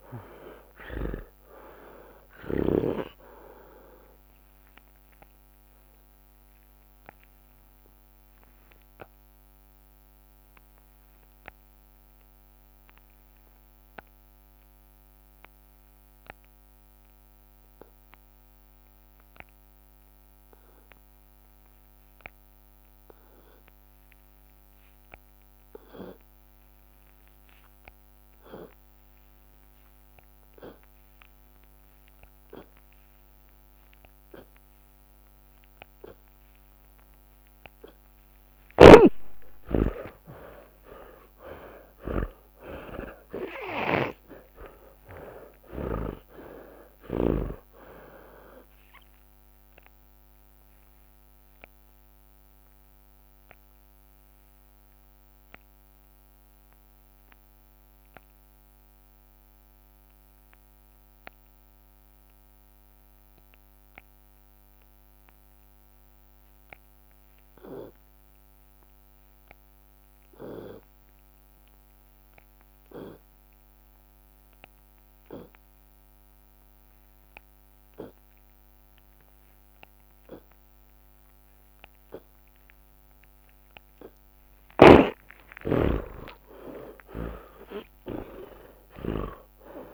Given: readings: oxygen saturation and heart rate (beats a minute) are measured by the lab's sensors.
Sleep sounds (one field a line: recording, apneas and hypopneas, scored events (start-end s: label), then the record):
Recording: breathing in sleep by a microphone on the trachea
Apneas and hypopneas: 2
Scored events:
0.00-3.00 s: snoring (device-marked)
0.00-6.50 s: drop in pulse transit time (device-marked, heart rate 107 extreme)
0.00-10.50 s: tachycardia (device-marked, heart rate 176 extreme)
2.00-4.00 s: long interval between heartbeats (device-marked, heart rate 127 before, 158 extreme)
5.00-7.00 s: long interval between heartbeats (device-marked, heart rate 134 before, 107 extreme)
8.50-38.00 s: obstructive apnea (oxygen 96% before, 81% lowest)
13.50-30.50 s: oxygen desaturation (device-marked, oxygen 95% before, 81% lowest, heart rate 133 before, 57 extreme)
25.50-27.50 s: long interval between heartbeats (device-marked, heart rate 66 before, 68 extreme)
27.50-72.50 s: tachycardia (device-marked, heart rate 83 before, 157 extreme)
29.00-31.00 s: long interval between heartbeats (device-marked, heart rate 61 before, 93 extreme)
33.00-35.00 s: long interval between heartbeats (device-marked, heart rate 60 before, 122 extreme)
35.00-37.00 s: long interval between heartbeats (device-marked, heart rate 67 before, 146 extreme)
36.50-44.50 s: drop in pulse transit time (device-marked, heart rate 80 before, 125 extreme)
38.50-47.50 s: snoring (device-marked)
39.50-41.50 s: long interval between heartbeats (device-marked, heart rate 100 before, 130 extreme)
41.00-45.50 s: arousal
42.00-44.00 s: long interval between heartbeats (device-marked, heart rate 108 before, 128 extreme)
44.50-46.50 s: long interval between heartbeats (device-marked, heart rate 119 before, 110 extreme)
47.50-49.50 s: long interval between heartbeats (device-marked, heart rate 127 before, 118 extreme)
52.00-82.50 s: obstructive apnea (oxygen 99% before, 70% lowest)
64.50-76.50 s: oxygen desaturation (device-marked, oxygen 99% before, 88% lowest)
82.00-84.00 s: long interval between heartbeats (device-marked)
85.50-87.50 s: long interval between heartbeats (device-marked, heart rate 70 before, 68 extreme)
85.50-89.94 s: arousal
87.00-89.94 s: snoring (device-marked)
From the record:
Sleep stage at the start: N2 (light sleep)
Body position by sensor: on the left side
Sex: male